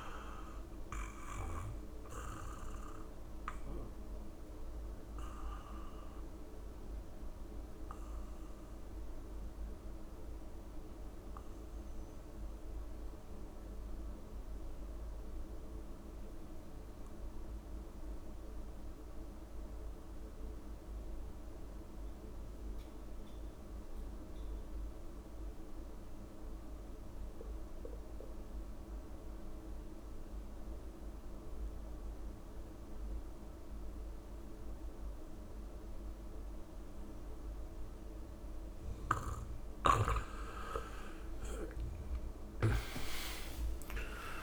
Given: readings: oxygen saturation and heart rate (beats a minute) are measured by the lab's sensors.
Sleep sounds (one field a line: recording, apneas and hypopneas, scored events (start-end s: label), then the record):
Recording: breathing in sleep by a room microphone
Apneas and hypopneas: 1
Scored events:
0.00-16.00 s: oxygen desaturation (device-marked, oxygen 84% lowest)
2.00-39.50 s: mixed apnea (oxygen 99% before, 83% lowest)
31.00-44.43 s: oxygen desaturation (device-marked, oxygen 99% before, 83% lowest)
41.50-44.43 s: arousal
From the record:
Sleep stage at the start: N2 (light sleep)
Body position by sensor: on the back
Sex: male